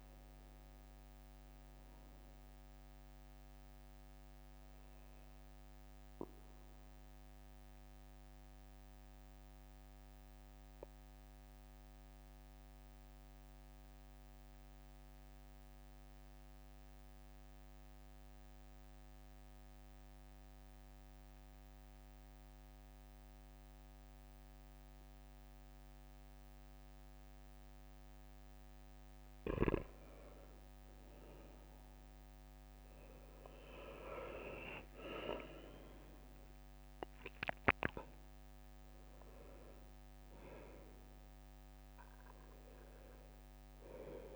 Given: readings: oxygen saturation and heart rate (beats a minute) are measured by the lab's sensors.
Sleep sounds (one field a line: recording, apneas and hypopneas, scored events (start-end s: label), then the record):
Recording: breathing in sleep by a microphone on the trachea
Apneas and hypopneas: 1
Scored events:
0.00-16.50 s: oxygen desaturation (device-marked, oxygen 94% lowest, heart rate 66 extreme)
7.00-28.00 s: obstructive apnea (oxygen 99% before, 93% lowest, heart rate 70 before, 63 extreme, up 5 after)
28.50-44.36 s: oxygen desaturation (device-marked, oxygen 97% before, 93% lowest, heart rate 69 before, 63 extreme)
31.50-36.50 s: arousal
From the record:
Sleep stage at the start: N2 (light sleep)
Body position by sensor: on the right side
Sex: male